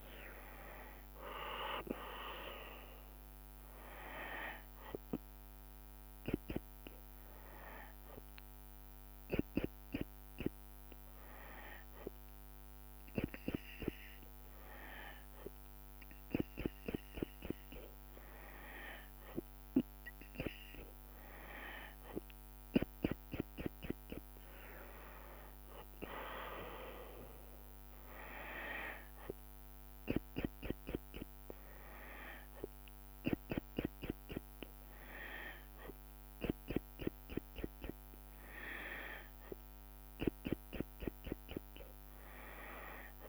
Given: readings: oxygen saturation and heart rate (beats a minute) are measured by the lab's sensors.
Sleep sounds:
breathing in sleep by a microphone on the trachea; none
1.50-11.50 s: drop in pulse transit time (device-marked, heart rate 75 before, 72 extreme)
From the record:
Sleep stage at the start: N2 (light sleep); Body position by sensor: on the back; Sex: female

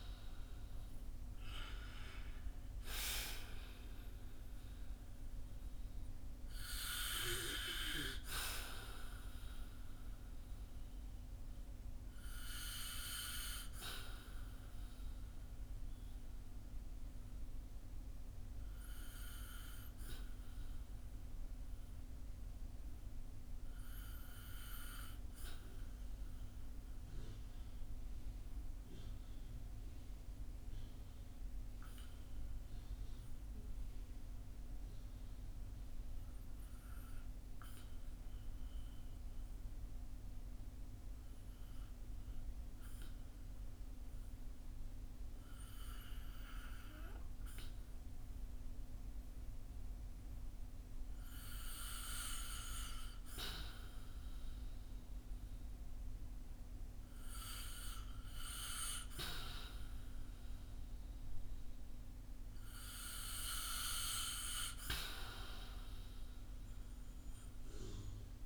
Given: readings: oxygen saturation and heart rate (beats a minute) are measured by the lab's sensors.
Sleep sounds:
breathing in sleep by a room microphone; 1
0.00-9.00 s: oxygen desaturation (device-marked, oxygen 85% lowest, heart rate 48 extreme)
11.00-34.00 s: oxygen desaturation (device-marked, oxygen 87% before, 81% lowest, heart rate 61 before, 48 extreme)
15.00-52.00 s: obstructive apnea (oxygen 90% before, 81% lowest, heart rate 61 before, 48 extreme, up 6 after)
52.00-68.46 s: oxygen desaturation (device-marked, oxygen 96% before, 82% lowest, heart rate 55 before, 49 extreme)
56.00-60.50 s: arousal
From the record:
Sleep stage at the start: REM sleep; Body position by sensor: on the back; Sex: male

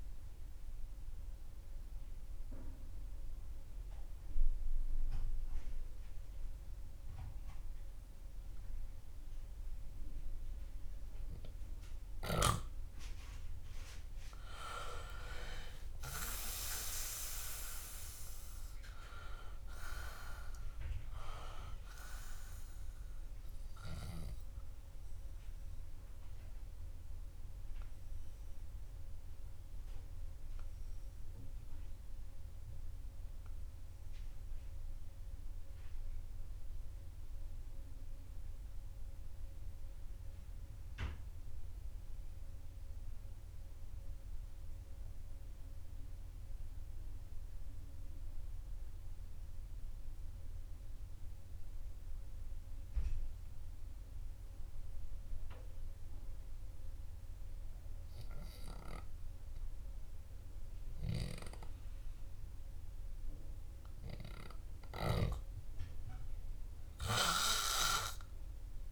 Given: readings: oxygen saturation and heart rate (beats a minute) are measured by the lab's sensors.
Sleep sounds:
breathing in sleep by a room microphone; 1
0.00-3.50 s: arousal
14.00-18.50 s: arousal
30.00-58.50 s: obstructive apnea (oxygen 100% before, 90% lowest, heart rate 67 before, 57 extreme, up 0 after)
43.00-53.00 s: oxygen desaturation (device-marked, oxygen 97% before, 91% lowest, heart rate 72 before, 57 extreme)
60.50-64.50 s: arousal
65.50-68.92 s: snoring (device-marked)
From the record:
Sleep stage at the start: N2 (light sleep); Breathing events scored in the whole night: 189 in 3.3 hours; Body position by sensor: on the back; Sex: male

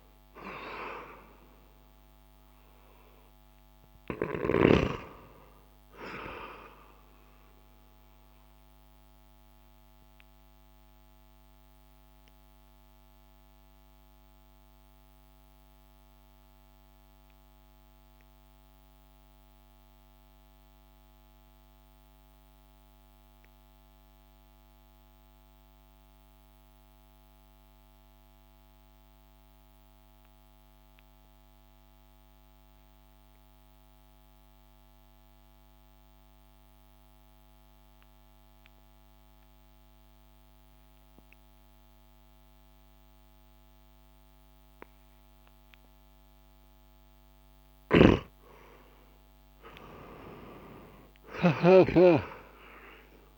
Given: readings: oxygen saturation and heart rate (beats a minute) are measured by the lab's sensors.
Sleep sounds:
breathing in sleep by a microphone on the trachea; 1
0.00-26.00 s: oxygen desaturation (device-marked, oxygen 88% lowest)
6.50-48.00 s: mixed apnea (oxygen 95% before, 88% lowest)
42.00-53.38 s: oxygen desaturation (device-marked, oxygen 97% before, 89% lowest)
47.50-51.50 s: snoring (device-marked)
49.50-53.38 s: arousal
From the record:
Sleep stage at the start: N2 (light sleep); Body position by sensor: on the back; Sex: male

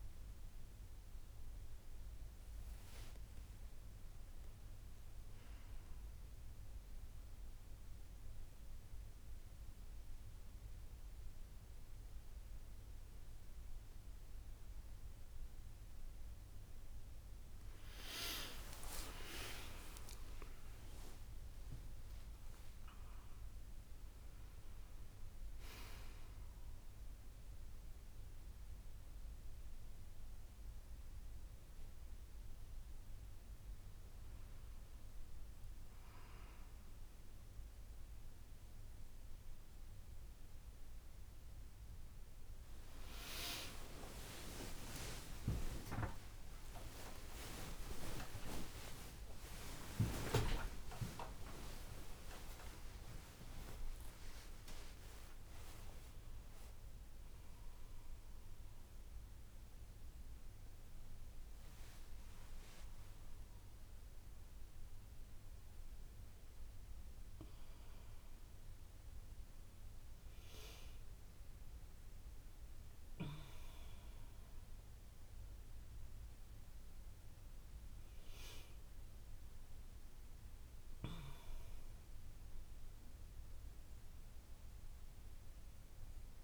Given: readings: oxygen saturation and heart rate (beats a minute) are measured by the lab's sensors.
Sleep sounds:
a person awake in a sleep study, by a room microphone; none
0.00-2.00 s: oxygen desaturation (device-marked, oxygen 95% lowest, heart rate 55 extreme)
20.00-34.00 s: oxygen desaturation (device-marked, oxygen 98% before, 95% lowest, heart rate 58 before, 57 extreme)
44.00-46.00 s: long interval between heartbeats (device-marked, heart rate 62 before, 79 extreme)
44.00-57.00 s: tachycardia (device-marked, heart rate 60 before, 156 extreme)
46.50-48.50 s: long interval between heartbeats (device-marked, heart rate 63 before, 100 extreme)
49.00-51.00 s: long interval between heartbeats (device-marked, heart rate 71 before, 154 extreme)
51.50-53.50 s: long interval between heartbeats (device-marked, heart rate 80 before, 156 extreme)
62.50-64.50 s: long interval between heartbeats (device-marked, heart rate 119 before, 28 extreme)
From the record:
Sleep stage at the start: awake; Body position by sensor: on the back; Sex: female

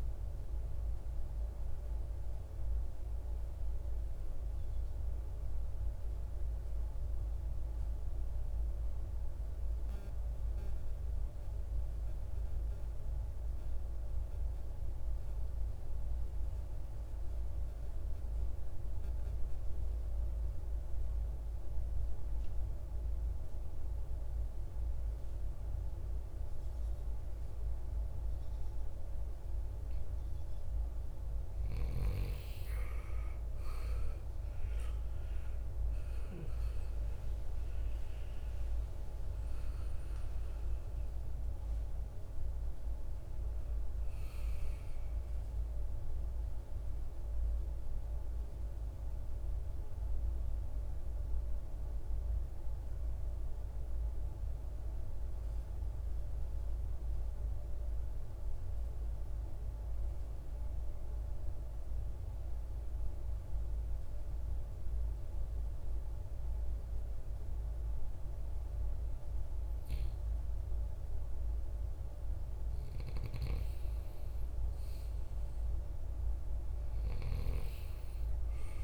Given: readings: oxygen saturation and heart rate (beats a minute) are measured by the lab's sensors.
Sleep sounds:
breathing in sleep, hard to hear, by a room microphone; 2
0.00-12.50 s: oxygen desaturation (device-marked, oxygen 90% lowest, heart rate 53 extreme)
3.00-29.00 s: mixed apnea (oxygen 99% before, 88% lowest, heart rate 65 before, 53 extreme, up 17 after)
29.50-58.50 s: oxygen desaturation (device-marked, oxygen 98% before, 88% lowest, heart rate 56 before, 53 extreme)
34.00-37.50 s: arousal
52.50-70.50 s: mixed apnea (oxygen 98% before, 88% lowest, heart rate 66 before, 53 extreme, up 8 after)
73.00-76.00 s: arousal
74.50-78.84 s: oxygen desaturation (device-marked, oxygen 99% before, 91% lowest, heart rate 55 before, 55 extreme)
From the record:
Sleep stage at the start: N2 (light sleep); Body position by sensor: on the right side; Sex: male

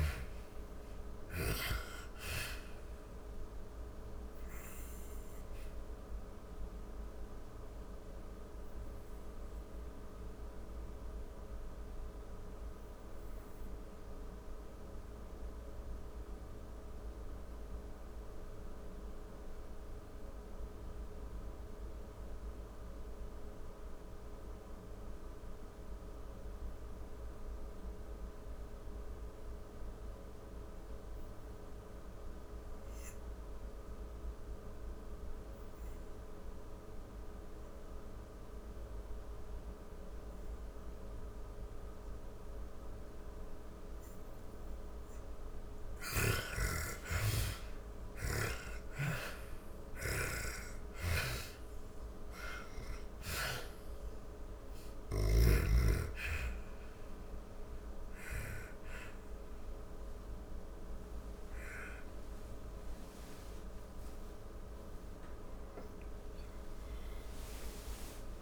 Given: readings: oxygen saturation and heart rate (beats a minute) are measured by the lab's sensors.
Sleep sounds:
breathing in sleep by a room microphone; 1
0.00-25.50 s: oxygen desaturation (device-marked, oxygen 73% lowest, heart rate 47 extreme)
4.50-43.00 s: obstructive apnea (oxygen 98% before, 73% lowest, heart rate 91 before, 47 extreme, up 20 after)
32.50-68.42 s: oxygen desaturation (device-marked, oxygen 99% before, 77% lowest, heart rate 55 before, 47 extreme)
45.00-48.00 s: arousal
65.50-68.42 s: arousal
From the record:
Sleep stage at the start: N2 (light sleep); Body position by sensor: on the back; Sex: female

